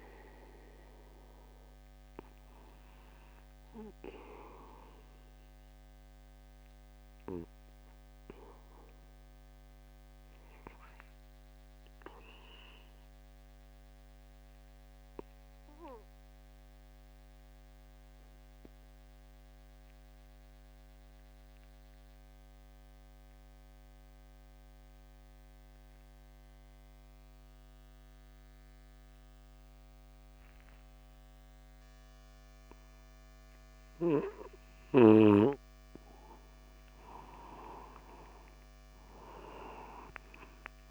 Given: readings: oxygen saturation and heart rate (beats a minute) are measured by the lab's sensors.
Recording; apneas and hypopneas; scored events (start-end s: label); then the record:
breathing in sleep by a microphone on the trachea; 1
2.00-20.00 s: oxygen desaturation (device-marked, oxygen 97% before, 94% lowest, heart rate 49 before, 49 extreme)
3.50-35.00 s: obstructive apnea (oxygen 98% before, 93% lowest, heart rate 49 before, 49 extreme, up 1 after)
37.50-40.91 s: arousal
From the record:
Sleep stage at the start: N2 (light sleep); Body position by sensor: upright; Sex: male